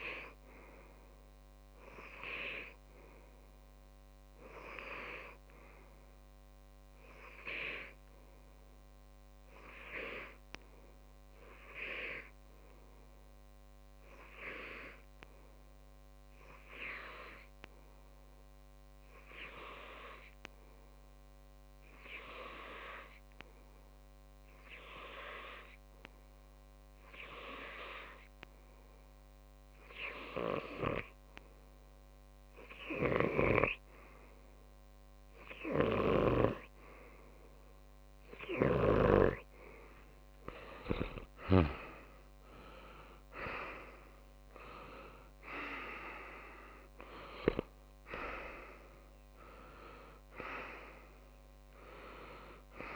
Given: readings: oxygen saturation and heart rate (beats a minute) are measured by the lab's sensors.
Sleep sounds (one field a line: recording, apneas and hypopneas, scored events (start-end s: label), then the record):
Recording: breathing in sleep by a microphone on the trachea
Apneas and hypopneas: 1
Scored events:
10.00-30.50 s: hypopnea (oxygen 95% before, 94% lowest)
33.00-35.50 s: arousal
34.50-52.96 s: oxygen desaturation (device-marked, oxygen 99% before, 95% lowest)
From the record:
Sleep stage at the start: N2 (light sleep)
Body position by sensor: on the back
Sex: male